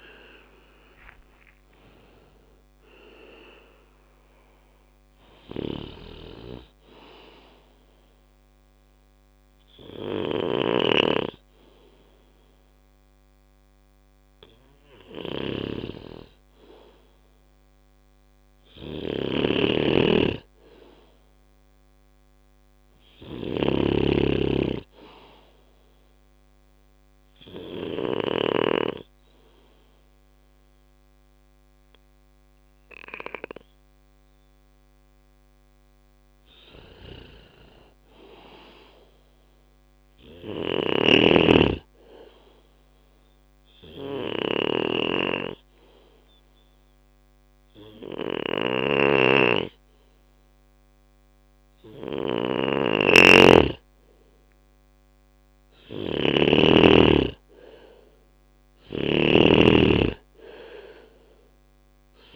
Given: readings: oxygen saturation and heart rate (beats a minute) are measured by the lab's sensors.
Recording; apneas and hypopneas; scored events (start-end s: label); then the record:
breathing in sleep by a microphone on the trachea; 3
0.00-8.00 s: oxygen desaturation (device-marked, oxygen 90% lowest, heart rate 69 extreme)
4.50-28.00 s: snoring (device-marked)
6.00-16.00 s: obstructive apnea (oxygen 96% before, 91% lowest, heart rate 71 before, 69 extreme, up 2 after)
18.00-21.50 s: arousal
25.00-35.00 s: obstructive apnea (oxygen 96% before, 91% lowest, heart rate 71 before, 66 extreme, up 3 after)
37.50-40.00 s: arousal
40.00-62.36 s: snoring (device-marked)
42.00-52.50 s: obstructive apnea (oxygen 96% before, 91% lowest, heart rate 70 before, 66 extreme, up 6 after)
45.00-56.00 s: oxygen desaturation (device-marked, oxygen 95% before, 91% lowest, heart rate 70 before, 67 extreme)
56.50-60.50 s: arousal
61.00-62.36 s: oxygen desaturation (device-marked, oxygen 95% before, 91% lowest, heart rate 69 before, 69 extreme)
From the record:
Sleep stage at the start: N2 (light sleep); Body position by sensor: on the back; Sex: male